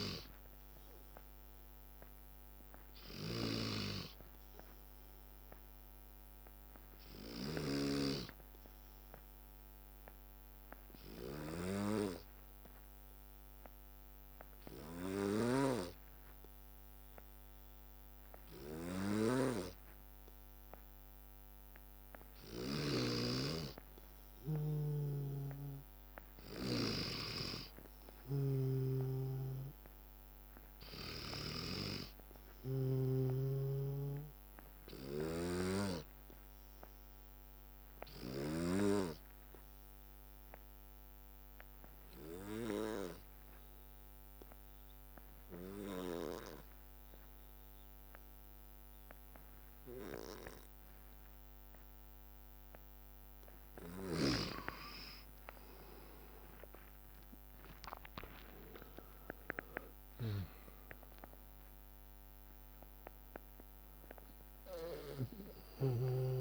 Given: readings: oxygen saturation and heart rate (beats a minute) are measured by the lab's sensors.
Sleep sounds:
breathing in sleep by a microphone on the trachea; 1
25.50-32.00 s: snoring (device-marked)
28.00-44.00 s: oxygen desaturation (device-marked, oxygen 95% before, 92% lowest, heart rate 66 before, 62 extreme)
34.00-39.00 s: snoring (device-marked)
36.00-54.50 s: obstructive apnea (oxygen 95% before, 89% lowest, heart rate 67 before, 57 extreme, up 16 after)
56.00-66.41 s: drop in pulse transit time (device-marked, heart rate 65 before, 63 extreme)
56.00-66.41 s: oxygen desaturation (device-marked, oxygen 96% before, 89% lowest, heart rate 65 before, 57 extreme)
56.50-60.00 s: arousal
From the record:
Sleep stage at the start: N2 (light sleep); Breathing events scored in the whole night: 279 in 3.7 hours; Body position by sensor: on the back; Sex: male

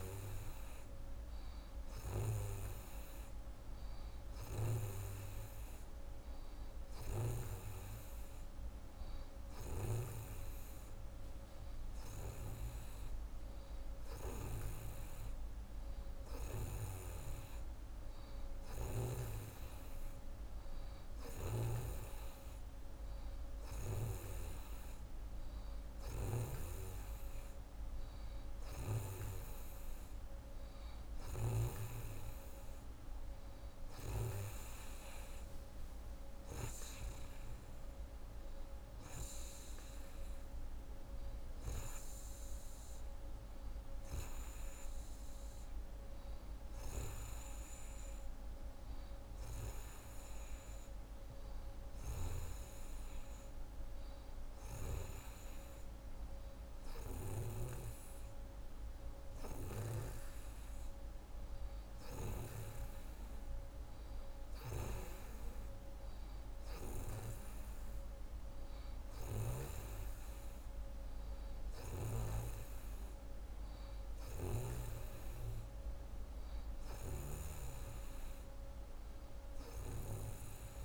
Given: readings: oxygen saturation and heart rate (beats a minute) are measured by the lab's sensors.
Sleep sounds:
breathing in sleep by a room microphone; none
none scored
From the record:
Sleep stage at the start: N2 (light sleep); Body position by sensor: on the right side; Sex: female

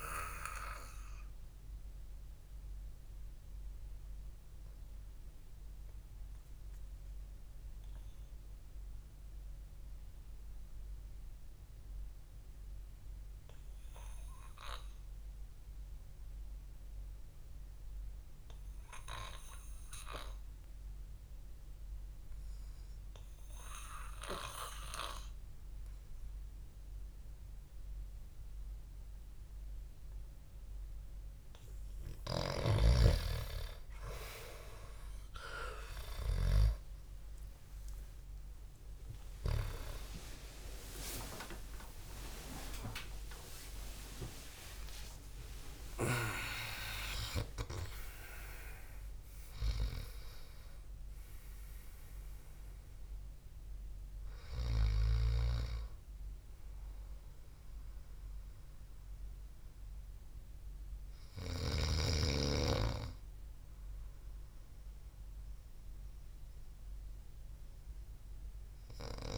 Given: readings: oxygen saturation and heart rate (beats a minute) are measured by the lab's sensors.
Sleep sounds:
breathing in sleep by a room microphone; 1
0.50-32.50 s: obstructive apnea (oxygen 98% before, 93% lowest, heart rate 55 before, 49 extreme, up 13 after)
8.00-16.00 s: oxygen desaturation (device-marked, oxygen 96% before, 93% lowest, heart rate 58 before, 49 extreme)
27.00-43.00 s: oxygen desaturation (device-marked, oxygen 99% before, 94% lowest, heart rate 62 before, 50 extreme)
40.50-47.00 s: arousal
42.50-44.50 s: long interval between heartbeats (device-marked, heart rate 57 before, 114 extreme)
From the record:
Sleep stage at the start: N2 (light sleep); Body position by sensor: on the back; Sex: male

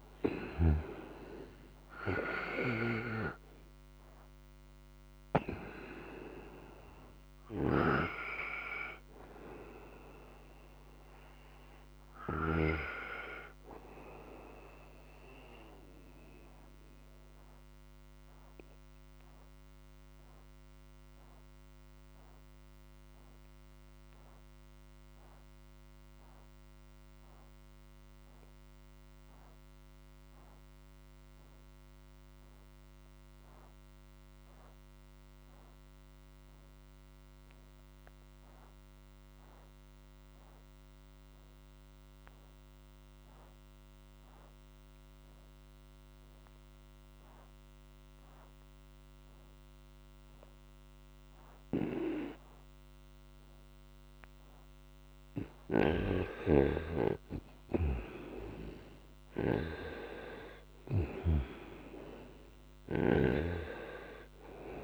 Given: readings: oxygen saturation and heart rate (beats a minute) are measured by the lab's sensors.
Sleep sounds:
breathing in sleep by a microphone on the trachea; 1
0.00-1.00 s: arousal
0.00-12.50 s: snoring (device-marked)
0.00-27.50 s: oxygen desaturation (device-marked, oxygen 86% lowest, heart rate 58 extreme)
16.00-54.00 s: mixed apnea (oxygen 96% before, 86% lowest, heart rate 76 before, 58 extreme, up 22 after)
45.50-64.84 s: oxygen desaturation (device-marked, oxygen 98% before, 86% lowest, heart rate 60 before, 58 extreme)
55.50-64.84 s: snoring (device-marked)
56.50-62.00 s: arousal
From the record:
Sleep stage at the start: N2 (light sleep); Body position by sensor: on the right side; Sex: male

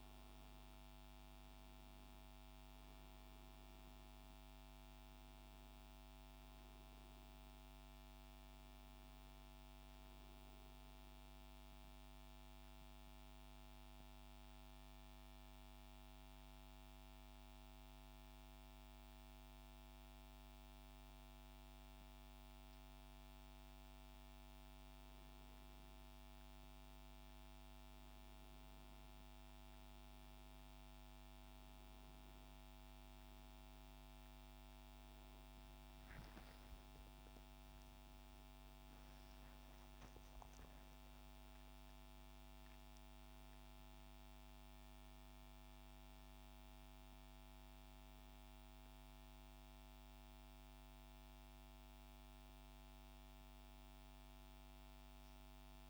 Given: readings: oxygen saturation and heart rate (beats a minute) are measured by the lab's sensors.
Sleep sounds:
breathing in sleep, hard to hear, by a microphone on the trachea; 1
0.00-16.00 s: oxygen desaturation (device-marked, oxygen 94% lowest, heart rate 64 extreme)
12.50-25.00 s: central apnea (oxygen 98% before, 94% lowest, heart rate 71 before, 64 extreme, up 7 after)
36.50-41.00 s: arousal
48.00-55.90 s: new sleep stage, N1 (lightest sleep)
From the record:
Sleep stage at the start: N2 (light sleep); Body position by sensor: on the back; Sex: male

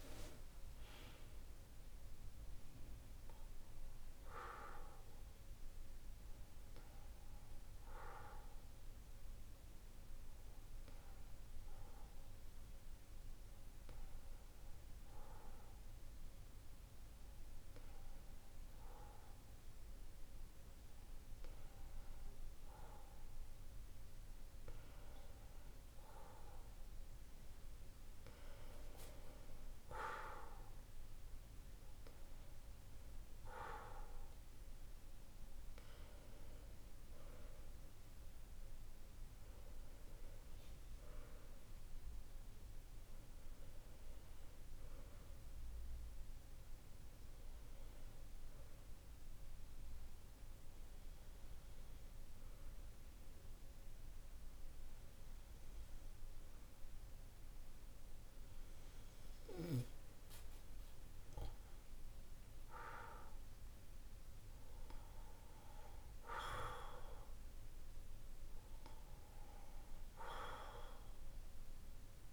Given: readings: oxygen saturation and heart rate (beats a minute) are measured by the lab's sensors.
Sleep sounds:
breathing in sleep by a room microphone; 2
6.00-24.00 s: hypopnea (oxygen 97% before, 93% lowest, heart rate 51 before, 49 extreme, up 5 after)
28.50-32.50 s: arousal
45.00-59.00 s: hypopnea (oxygen 96% before, 93% lowest, heart rate 51 before, 49 extreme, up 5 after)
60.50-64.00 s: arousal
From the record:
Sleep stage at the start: N2 (light sleep); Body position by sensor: on the back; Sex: male

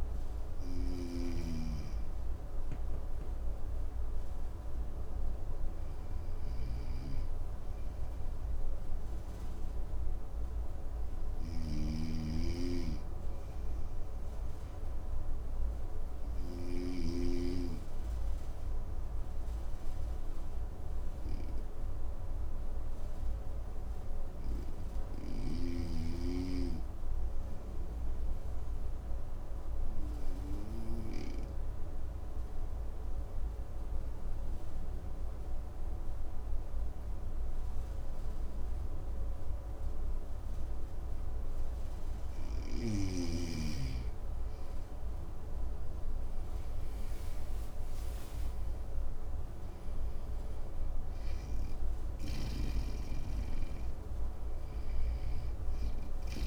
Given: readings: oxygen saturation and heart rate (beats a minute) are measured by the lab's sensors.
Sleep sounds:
breathing in sleep by a room microphone; 1
10.50-16.00 s: snoring (device-marked)
27.50-41.00 s: obstructive apnea (oxygen 100% before, 94% lowest, heart rate 57 before, 54 extreme, up 9 after)
43.50-47.50 s: arousal
44.00-56.47 s: oxygen desaturation (device-marked, oxygen 97% before, 94% lowest, heart rate 56 before, 54 extreme)
51.00-56.47 s: snoring (device-marked)
From the record:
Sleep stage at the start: N2 (light sleep); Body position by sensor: on the front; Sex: male

